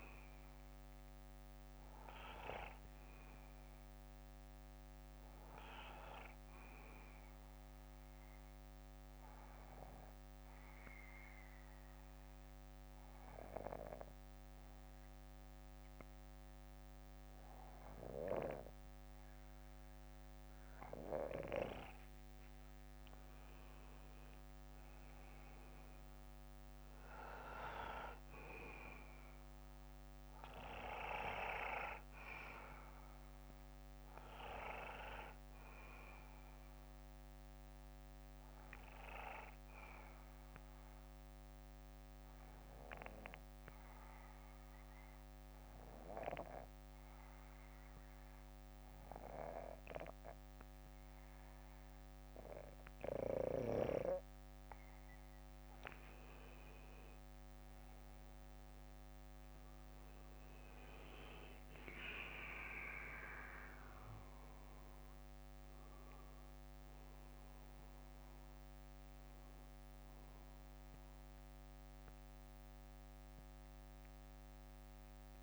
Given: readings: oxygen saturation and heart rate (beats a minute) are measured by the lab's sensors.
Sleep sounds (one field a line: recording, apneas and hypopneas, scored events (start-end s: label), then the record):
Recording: breathing in sleep by a microphone on the trachea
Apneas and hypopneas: 2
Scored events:
0.00-8.00 s: bradycardia (device-marked, heart rate 56 extreme)
7.50-23.00 s: obstructive apnea (oxygen 96% before, 92% lowest, heart rate 61 before, 52 extreme, up 12 after)
9.00-19.00 s: bradycardia (device-marked, heart rate 60 before, 52 extreme)
25.50-28.50 s: arousal
27.00-34.00 s: bradycardia (device-marked, heart rate 60 before, 58 extreme)
38.00-52.00 s: bradycardia (device-marked, heart rate 60 before, 54 extreme)
39.50-54.50 s: obstructive apnea (oxygen 96% before, 93% lowest, heart rate 60 before, 46 extreme, up 11 after)
40.00-52.00 s: oxygen desaturation (device-marked, oxygen 96% before, 93% lowest, heart rate 61 before, 52 extreme)
60.00-66.00 s: arousal
68.00-75.43 s: bradycardia (device-marked, heart rate 60 before, 46 extreme)
From the record:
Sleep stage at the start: N2 (light sleep)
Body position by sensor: on the back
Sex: male